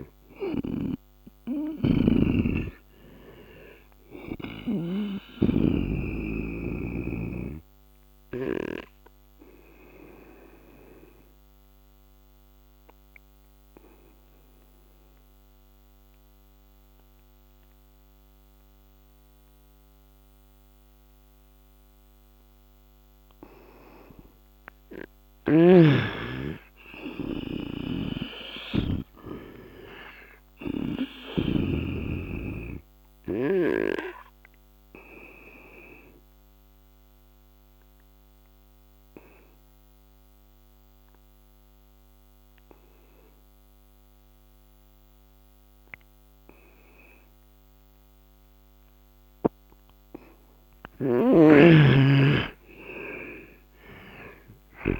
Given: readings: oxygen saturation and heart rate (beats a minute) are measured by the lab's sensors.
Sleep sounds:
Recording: breathing in sleep by a microphone on the trachea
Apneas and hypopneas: 2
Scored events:
0.00-1.00 s: arousal
8.50-23.50 s: obstructive apnea (oxygen 97% before, 87% lowest, heart rate 76 before, 70 extreme, up 8 after)
18.00-28.00 s: oxygen desaturation (device-marked, oxygen 95% before, 87% lowest, heart rate 78 before, 71 extreme)
27.00-30.50 s: snoring (device-marked)
28.00-32.00 s: arousal
34.00-54.99 s: oxygen desaturation (device-marked, oxygen 99% before, 89% lowest, heart rate 74 before, 69 extreme)
35.00-48.50 s: obstructive apnea (oxygen 99% before, 87% lowest, heart rate 74 before, 69 extreme, up 10 after)
50.50-54.99 s: snoring (device-marked)
52.00-54.99 s: arousal
From the record:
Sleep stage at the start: N2 (light sleep)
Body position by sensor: on the right side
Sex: male

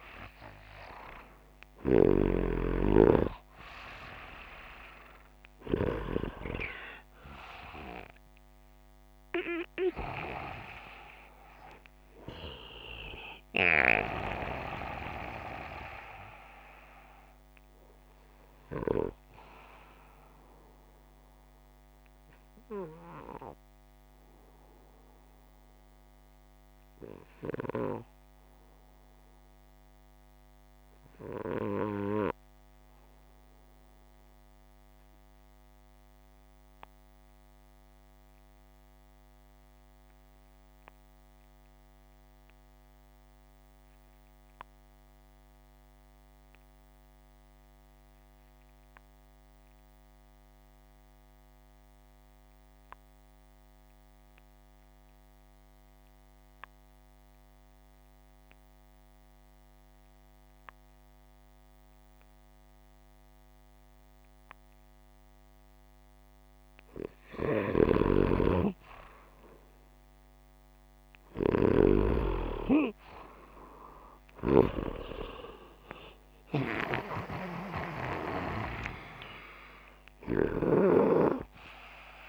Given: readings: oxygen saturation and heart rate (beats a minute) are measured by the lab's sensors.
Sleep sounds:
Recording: breathing in sleep by a microphone on the trachea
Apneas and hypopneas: 1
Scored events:
3.50-18.50 s: oxygen desaturation (device-marked, oxygen 94% before, 90% lowest, heart rate 142 before, 82 extreme)
28.50-66.00 s: obstructive apnea (oxygen 94% before, 90% lowest, heart rate 125 before, 34 extreme, up 43 after)
67.00-71.50 s: snoring (device-marked)
67.50-72.50 s: arousal
From the record:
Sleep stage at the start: REM sleep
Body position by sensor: upright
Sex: male

